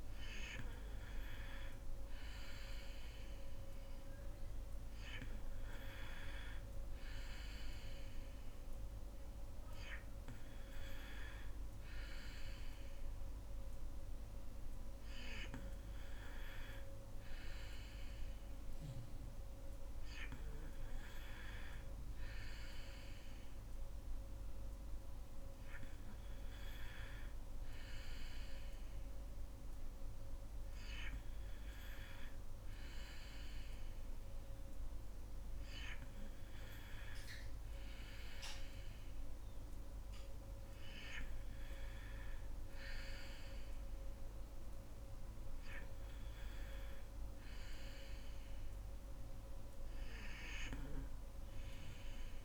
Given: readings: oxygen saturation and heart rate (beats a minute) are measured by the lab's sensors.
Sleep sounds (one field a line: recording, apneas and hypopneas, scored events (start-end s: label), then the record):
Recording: breathing in sleep by a room microphone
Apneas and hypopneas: none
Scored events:
30.00-52.44 s: new sleep stage, N3 (deep sleep)
From the record:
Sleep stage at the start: N2 (light sleep)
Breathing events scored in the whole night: 168 in 4.4 hours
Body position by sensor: on the back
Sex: female